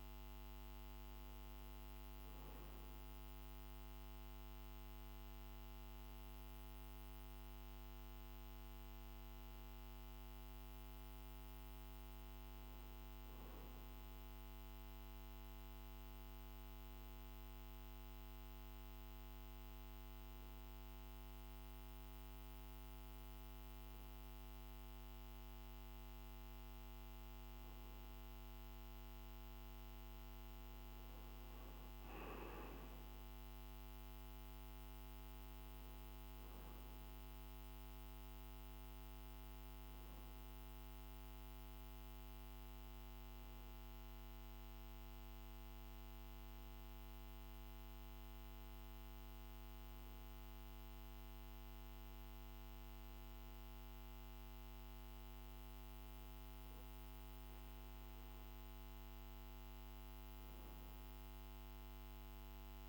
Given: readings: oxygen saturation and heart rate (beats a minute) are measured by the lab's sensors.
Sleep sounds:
breathing in sleep, hard to hear, by a microphone on the trachea; 1
39.00-56.50 s: obstructive apnea (oxygen 95% before, 94% lowest, heart rate 52 before, 51 extreme, up 1 after)
59.50-62.89 s: arousal
From the record:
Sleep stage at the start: N2 (light sleep); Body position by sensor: on the back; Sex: male

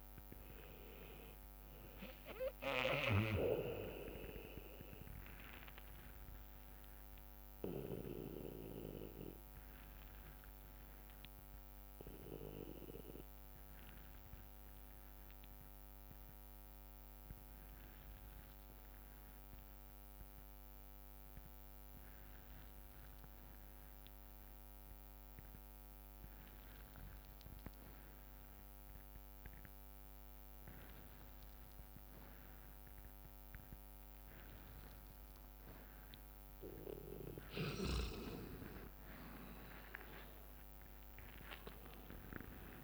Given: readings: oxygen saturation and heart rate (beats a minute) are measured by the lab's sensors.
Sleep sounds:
breathing in sleep by a microphone on the trachea; 1
0.00-5.00 s: drop in pulse transit time (device-marked, heart rate 58 extreme)
0.00-10.00 s: oxygen desaturation (device-marked, oxygen 86% lowest, heart rate 53 extreme)
1.00-29.00 s: bradycardia (device-marked, heart rate 66 before, 53 extreme)
2.00-36.00 s: obstructive apnea (oxygen 98% before, 86% lowest, heart rate 79 before, 53 extreme, up 10 after)
29.00-42.84 s: oxygen desaturation (device-marked, oxygen 99% before, 86% lowest, heart rate 58 before, 53 extreme)
30.00-33.00 s: bradycardia (device-marked, heart rate 65 before, 58 extreme)
39.00-42.84 s: arousal
40.00-42.84 s: drop in pulse transit time (device-marked, heart rate 59 before, 62 extreme)
From the record:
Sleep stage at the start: N2 (light sleep); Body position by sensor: on the back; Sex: male

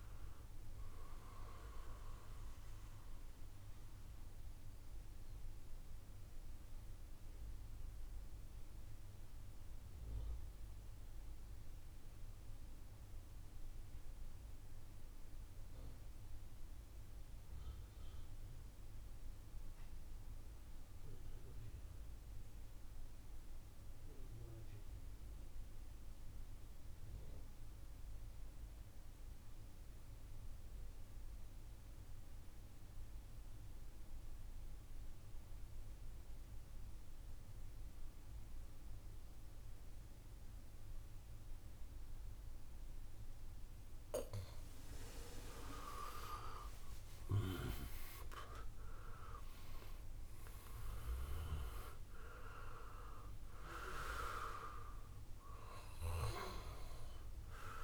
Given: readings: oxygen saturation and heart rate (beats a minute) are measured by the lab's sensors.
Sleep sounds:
breathing in sleep by a room microphone; 1
0.00-6.00 s: oxygen desaturation (device-marked, oxygen 86% lowest, heart rate 62 extreme)
3.00-45.00 s: mixed apnea (oxygen 94% before, 86% lowest, heart rate 80 before, 60 extreme, up 13 after)
27.00-57.84 s: oxygen desaturation (device-marked, oxygen 99% before, 87% lowest, heart rate 65 before, 60 extreme)
46.00-51.00 s: arousal
From the record:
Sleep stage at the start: N2 (light sleep); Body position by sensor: on the back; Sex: male

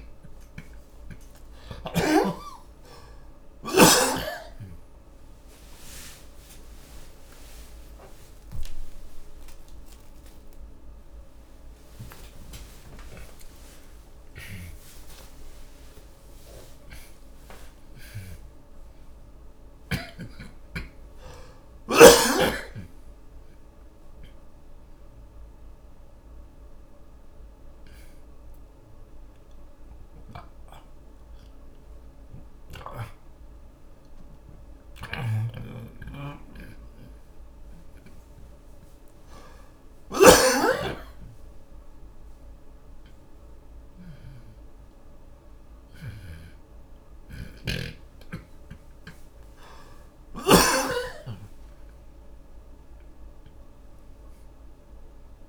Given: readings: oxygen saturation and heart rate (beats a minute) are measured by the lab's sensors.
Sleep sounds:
a person awake in a sleep study, by a room microphone; none
35.50-40.50 s: snoring (device-marked)
46.50-51.00 s: snoring (device-marked)
46.50-55.49 s: oxygen desaturation (device-marked, oxygen 98% before, 93% lowest, heart rate 61 before, 28 extreme)
From the record:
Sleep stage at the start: awake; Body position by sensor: on the back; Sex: male

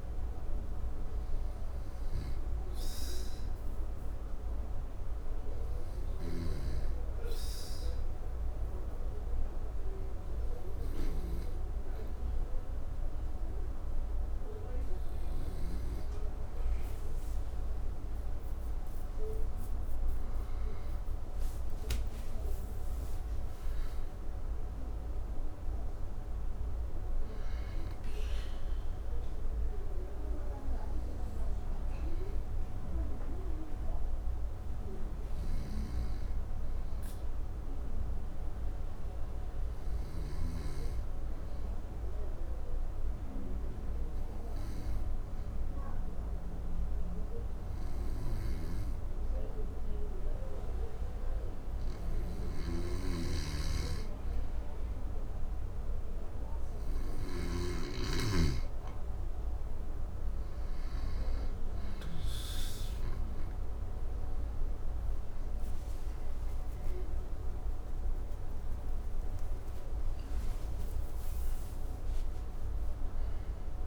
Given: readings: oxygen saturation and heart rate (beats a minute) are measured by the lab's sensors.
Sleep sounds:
breathing in sleep, hard to hear, by a room microphone; 2
0.00-10.50 s: oxygen desaturation (device-marked, oxygen 91% lowest, heart rate 65 extreme)
4.50-17.50 s: obstructive apnea (oxygen 96% before, 90% lowest, heart rate 73 before, 65 extreme, up 7 after)
19.00-22.50 s: arousal
28.50-57.00 s: obstructive apnea (oxygen 98% before, 90% lowest, heart rate 69 before, 65 extreme, up 7 after)
35.00-40.00 s: snoring (device-marked)
48.00-62.00 s: snoring (device-marked)
54.50-73.87 s: oxygen desaturation (device-marked, oxygen 98% before, 90% lowest, heart rate 66 before, 64 extreme)
66.00-71.50 s: arousal
From the record:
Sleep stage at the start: N2 (light sleep); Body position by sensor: on the back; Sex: male

